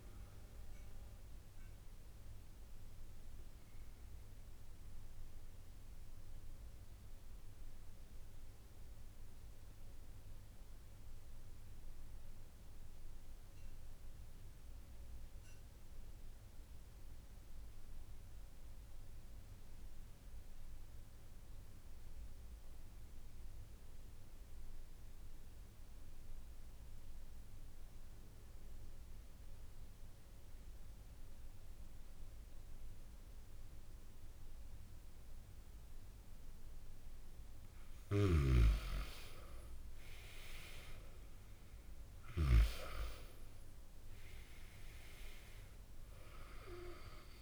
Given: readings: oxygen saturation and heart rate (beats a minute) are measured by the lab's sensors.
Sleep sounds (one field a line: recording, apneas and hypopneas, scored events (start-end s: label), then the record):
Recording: breathing in sleep by a room microphone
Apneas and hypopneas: 1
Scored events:
0.00-16.50 s: oxygen desaturation (device-marked, oxygen 90% lowest)
2.50-37.00 s: obstructive apnea (oxygen 97% before, 90% lowest)
34.50-47.42 s: oxygen desaturation (device-marked, oxygen 97% before, 91% lowest)
38.50-42.00 s: arousal
From the record:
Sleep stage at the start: N2 (light sleep)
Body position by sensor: on the back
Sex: male